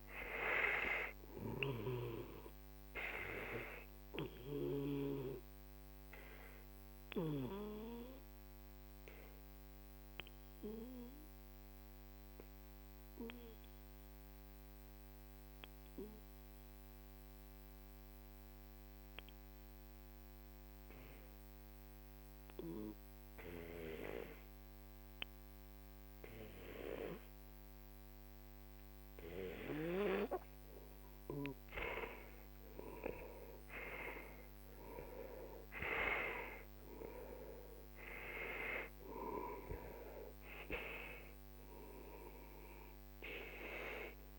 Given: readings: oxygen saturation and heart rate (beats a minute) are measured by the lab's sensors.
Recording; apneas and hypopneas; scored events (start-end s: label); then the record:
breathing in sleep by a microphone on the trachea; 1
0.00-19.50 s: oxygen desaturation (device-marked, oxygen 91% lowest, heart rate 41 extreme)
1.50-5.00 s: snoring (device-marked)
6.00-31.00 s: obstructive apnea (oxygen 97% before, 91% lowest, heart rate 53 before, 42 extreme, up 14 after)
30.50-44.39 s: oxygen desaturation (device-marked, oxygen 98% before, 91% lowest, heart rate 45 before, 42 extreme)
32.50-37.00 s: arousal
From the record:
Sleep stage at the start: N2 (light sleep); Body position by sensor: on the back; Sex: male